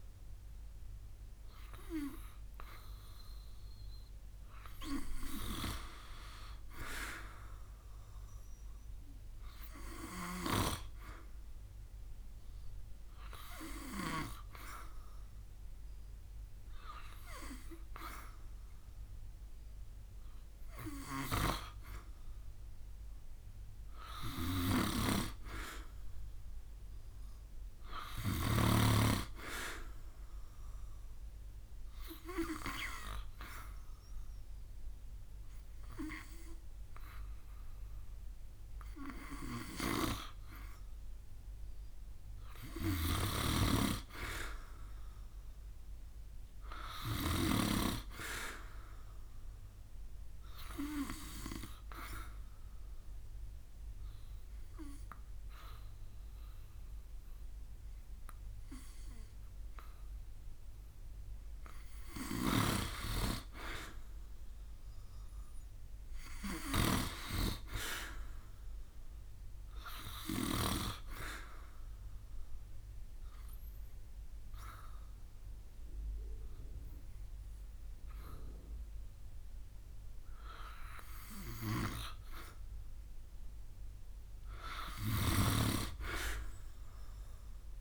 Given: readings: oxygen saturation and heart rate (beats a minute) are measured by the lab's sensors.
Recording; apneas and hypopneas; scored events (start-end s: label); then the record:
breathing in sleep by a room microphone; 3
30.00-40.50 s: obstructive apnea (oxygen 93% before, 89% lowest, heart rate 69 before, 67 extreme, up 2 after)
43.00-46.50 s: arousal
43.00-47.50 s: snoring (device-marked)
50.50-60.50 s: obstructive apnea (oxygen 93% before, 89% lowest, heart rate 70 before, 69 extreme, up 3 after)
63.00-67.00 s: arousal
71.00-83.50 s: obstructive apnea (oxygen 92% before, 89% lowest, heart rate 70 before, 65 extreme, up 1 after)
86.50-87.81 s: arousal
From the record:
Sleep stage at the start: N2 (light sleep); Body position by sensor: on the back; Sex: male